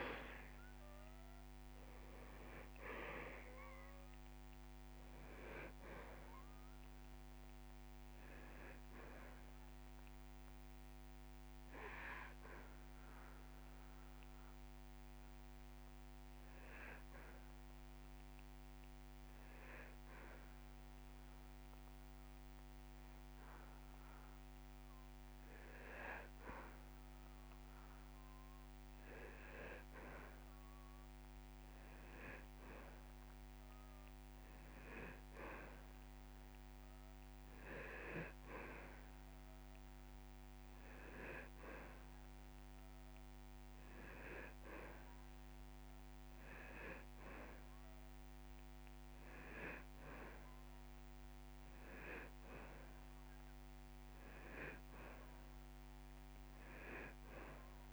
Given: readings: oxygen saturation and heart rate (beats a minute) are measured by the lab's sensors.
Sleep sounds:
breathing in sleep by a microphone on the trachea; 1
0.00-1.50 s: long interval between heartbeats (device-marked)
0.00-3.00 s: arousal
1.00-36.00 s: oxygen desaturation (device-marked, oxygen 97% before, 89% lowest)
12.50-27.50 s: hypopnea (oxygen 97% before, 89% lowest)
23.50-25.50 s: long interval between heartbeats (device-marked)
30.50-34.00 s: arousal
33.00-38.00 s: drop in pulse transit time (device-marked)
40.00-42.00 s: long interval between heartbeats (device-marked)
53.50-55.50 s: long interval between heartbeats (device-marked)
From the record:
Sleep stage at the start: N2 (light sleep); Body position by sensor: on the back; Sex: male

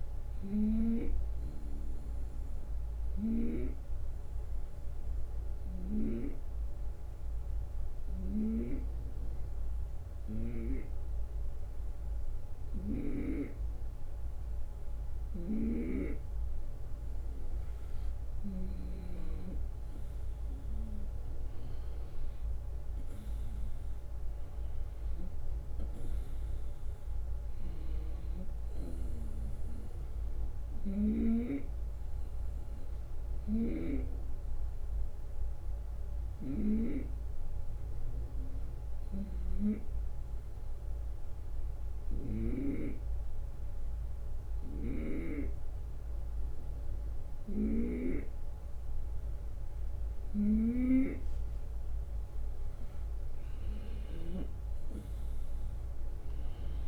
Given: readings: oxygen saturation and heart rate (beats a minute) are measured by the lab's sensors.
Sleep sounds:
breathing in sleep by a room microphone; 2
1.00-17.00 s: obstructive apnea (oxygen 95% before, 92% lowest)
7.00-9.00 s: long interval between heartbeats (device-marked)
20.50-25.00 s: arousal
33.50-51.50 s: hypopnea (oxygen 95% before, 91% lowest)
44.50-48.00 s: snoring (device-marked)
54.50-56.88 s: arousal
From the record:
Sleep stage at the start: N2 (light sleep); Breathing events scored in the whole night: 321 in 4.1 hours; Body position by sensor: on the right side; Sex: male

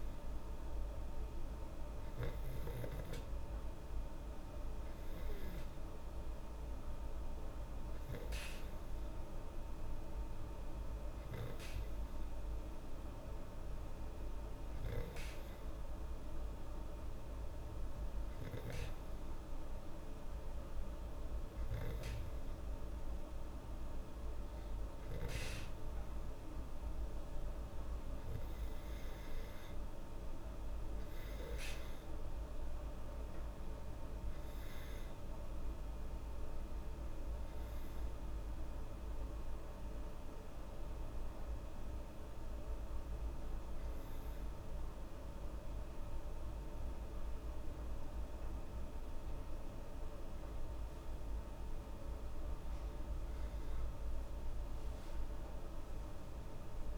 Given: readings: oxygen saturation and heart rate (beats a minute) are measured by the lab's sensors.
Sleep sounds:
breathing in sleep, hard to hear, by a room microphone; none
53.50-56.98 s: arousal
From the record:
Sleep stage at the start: N2 (light sleep); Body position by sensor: on the back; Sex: female

